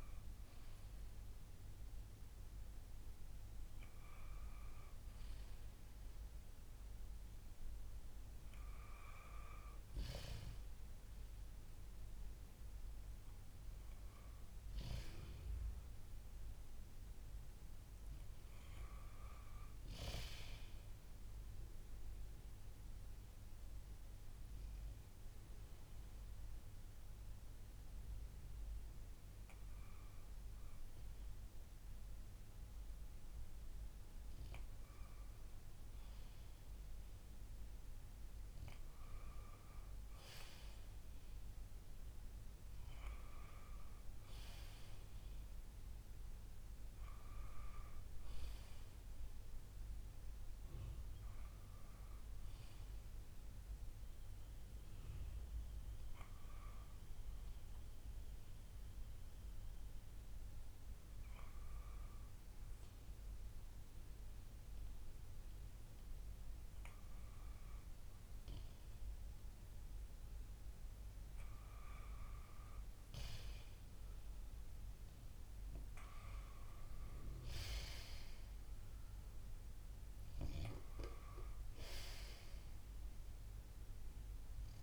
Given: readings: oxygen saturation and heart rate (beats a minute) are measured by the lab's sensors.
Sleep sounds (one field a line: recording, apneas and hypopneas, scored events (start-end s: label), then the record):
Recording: breathing in sleep by a room microphone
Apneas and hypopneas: 2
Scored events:
22.50-36.00 s: hypopnea (oxygen 96% before, 93% lowest, heart rate 58 before, 57 extreme, up 2 after)
40.50-44.50 s: arousal
55.50-67.50 s: obstructive apnea (oxygen 96% before, 93% lowest, heart rate 59 before, 57 extreme, up 17 after)
71.00-76.00 s: arousal
From the record:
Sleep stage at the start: N1 (lightest sleep)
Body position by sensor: on the back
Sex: male